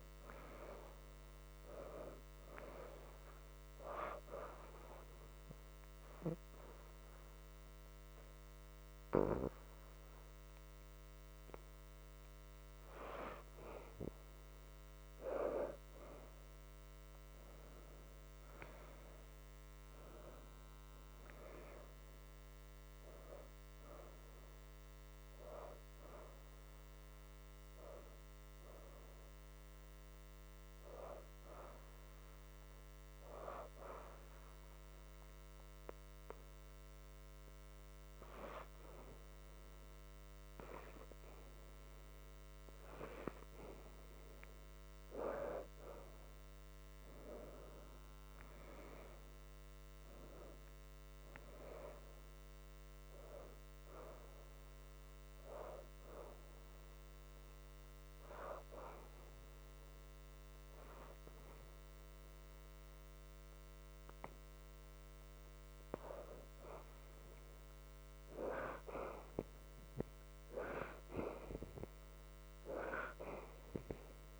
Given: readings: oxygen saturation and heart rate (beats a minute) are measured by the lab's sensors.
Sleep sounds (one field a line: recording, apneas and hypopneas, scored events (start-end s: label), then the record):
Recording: breathing in sleep by a microphone on the trachea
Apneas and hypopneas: 3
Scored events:
0.00-5.00 s: oxygen desaturation (device-marked, oxygen 75% lowest, heart rate 75 extreme)
4.00-15.00 s: obstructive apnea (oxygen 85% before, 71% lowest, heart rate 77 before, 72 extreme, up 2 after)
7.00-18.00 s: oxygen desaturation (device-marked, oxygen 86% before, 76% lowest, heart rate 78 before, 72 extreme)
18.00-22.50 s: arousal
23.00-41.00 s: oxygen desaturation (device-marked, oxygen 85% before, 72% lowest, heart rate 77 before, 72 extreme)
35.00-46.00 s: hypopnea (oxygen 86% before, 68% lowest, heart rate 77 before, 72 extreme, up 7 after)
46.00-70.00 s: oxygen desaturation (device-marked, oxygen 86% before, 71% lowest, heart rate 75 before, 72 extreme)
47.00-51.00 s: arousal
56.00-66.50 s: hypopnea (oxygen 86% before, 65% lowest, heart rate 76 before, 72 extreme, up 3 after)
69.50-73.50 s: arousal
From the record:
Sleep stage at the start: N2 (light sleep)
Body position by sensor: on the left side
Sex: female